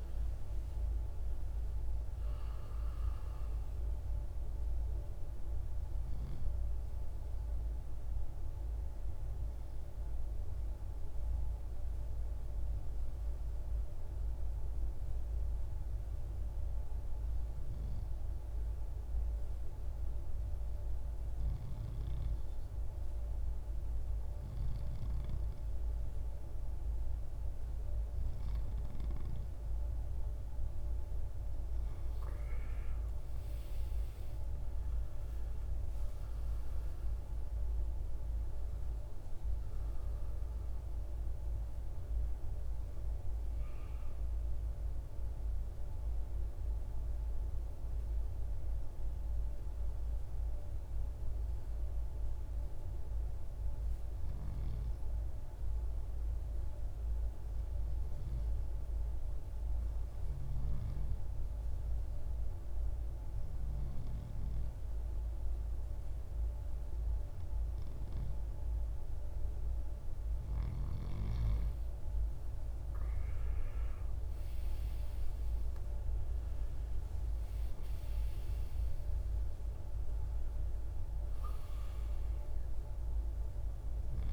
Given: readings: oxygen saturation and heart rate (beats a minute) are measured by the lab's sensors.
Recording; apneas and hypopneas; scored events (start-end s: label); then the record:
breathing in sleep, hard to hear, by a room microphone; 2
0.00-18.50 s: oxygen desaturation (device-marked, oxygen 90% lowest, heart rate 51 extreme)
10.50-28.00 s: obstructive apnea (oxygen 97% before, 91% lowest, heart rate 65 before, 52 extreme, up 14 after)
30.00-32.50 s: arousal
32.50-53.50 s: oxygen desaturation (device-marked, oxygen 98% before, 92% lowest, heart rate 55 before, 54 extreme)
53.00-70.00 s: obstructive apnea (oxygen 98% before, 86% lowest, heart rate 63 before, 56 extreme, up 11 after)
73.50-84.33 s: oxygen desaturation (device-marked, oxygen 97% before, 91% lowest, heart rate 58 before, 55 extreme)
75.00-78.00 s: arousal
From the record:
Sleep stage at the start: N2 (light sleep); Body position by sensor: on the right side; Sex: male